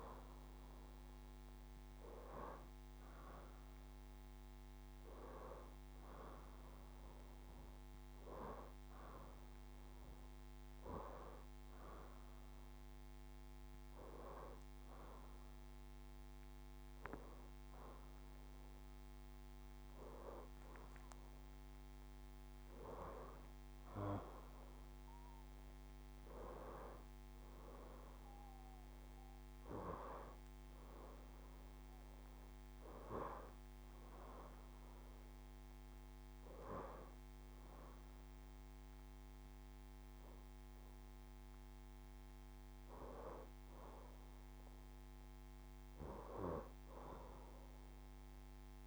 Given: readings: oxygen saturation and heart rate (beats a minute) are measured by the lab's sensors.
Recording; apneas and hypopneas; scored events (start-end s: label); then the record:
breathing in sleep by a microphone on the trachea; none
0.00-1.50 s: oxygen desaturation (device-marked, oxygen 90% lowest, heart rate 70 extreme)
From the record:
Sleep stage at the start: N2 (light sleep); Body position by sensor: on the left side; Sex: female